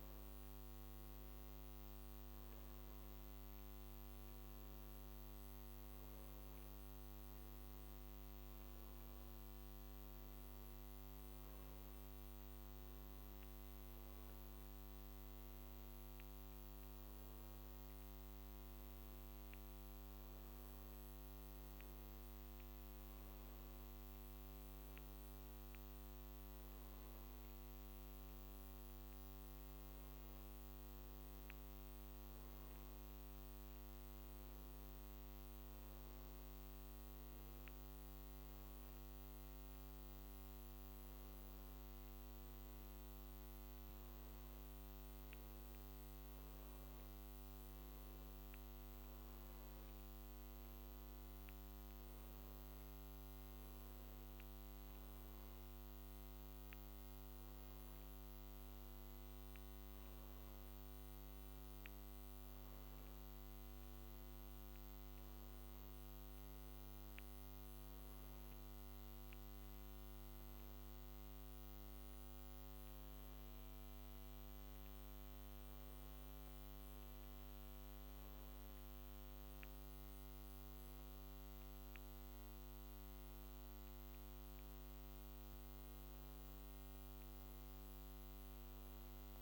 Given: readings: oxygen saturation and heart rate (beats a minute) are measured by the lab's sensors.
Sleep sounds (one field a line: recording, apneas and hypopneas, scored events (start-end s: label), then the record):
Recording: breathing in sleep, hard to hear, by a microphone on the trachea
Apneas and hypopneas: none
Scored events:
none scored
From the record:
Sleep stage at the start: N1 (lightest sleep)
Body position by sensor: on the back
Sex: male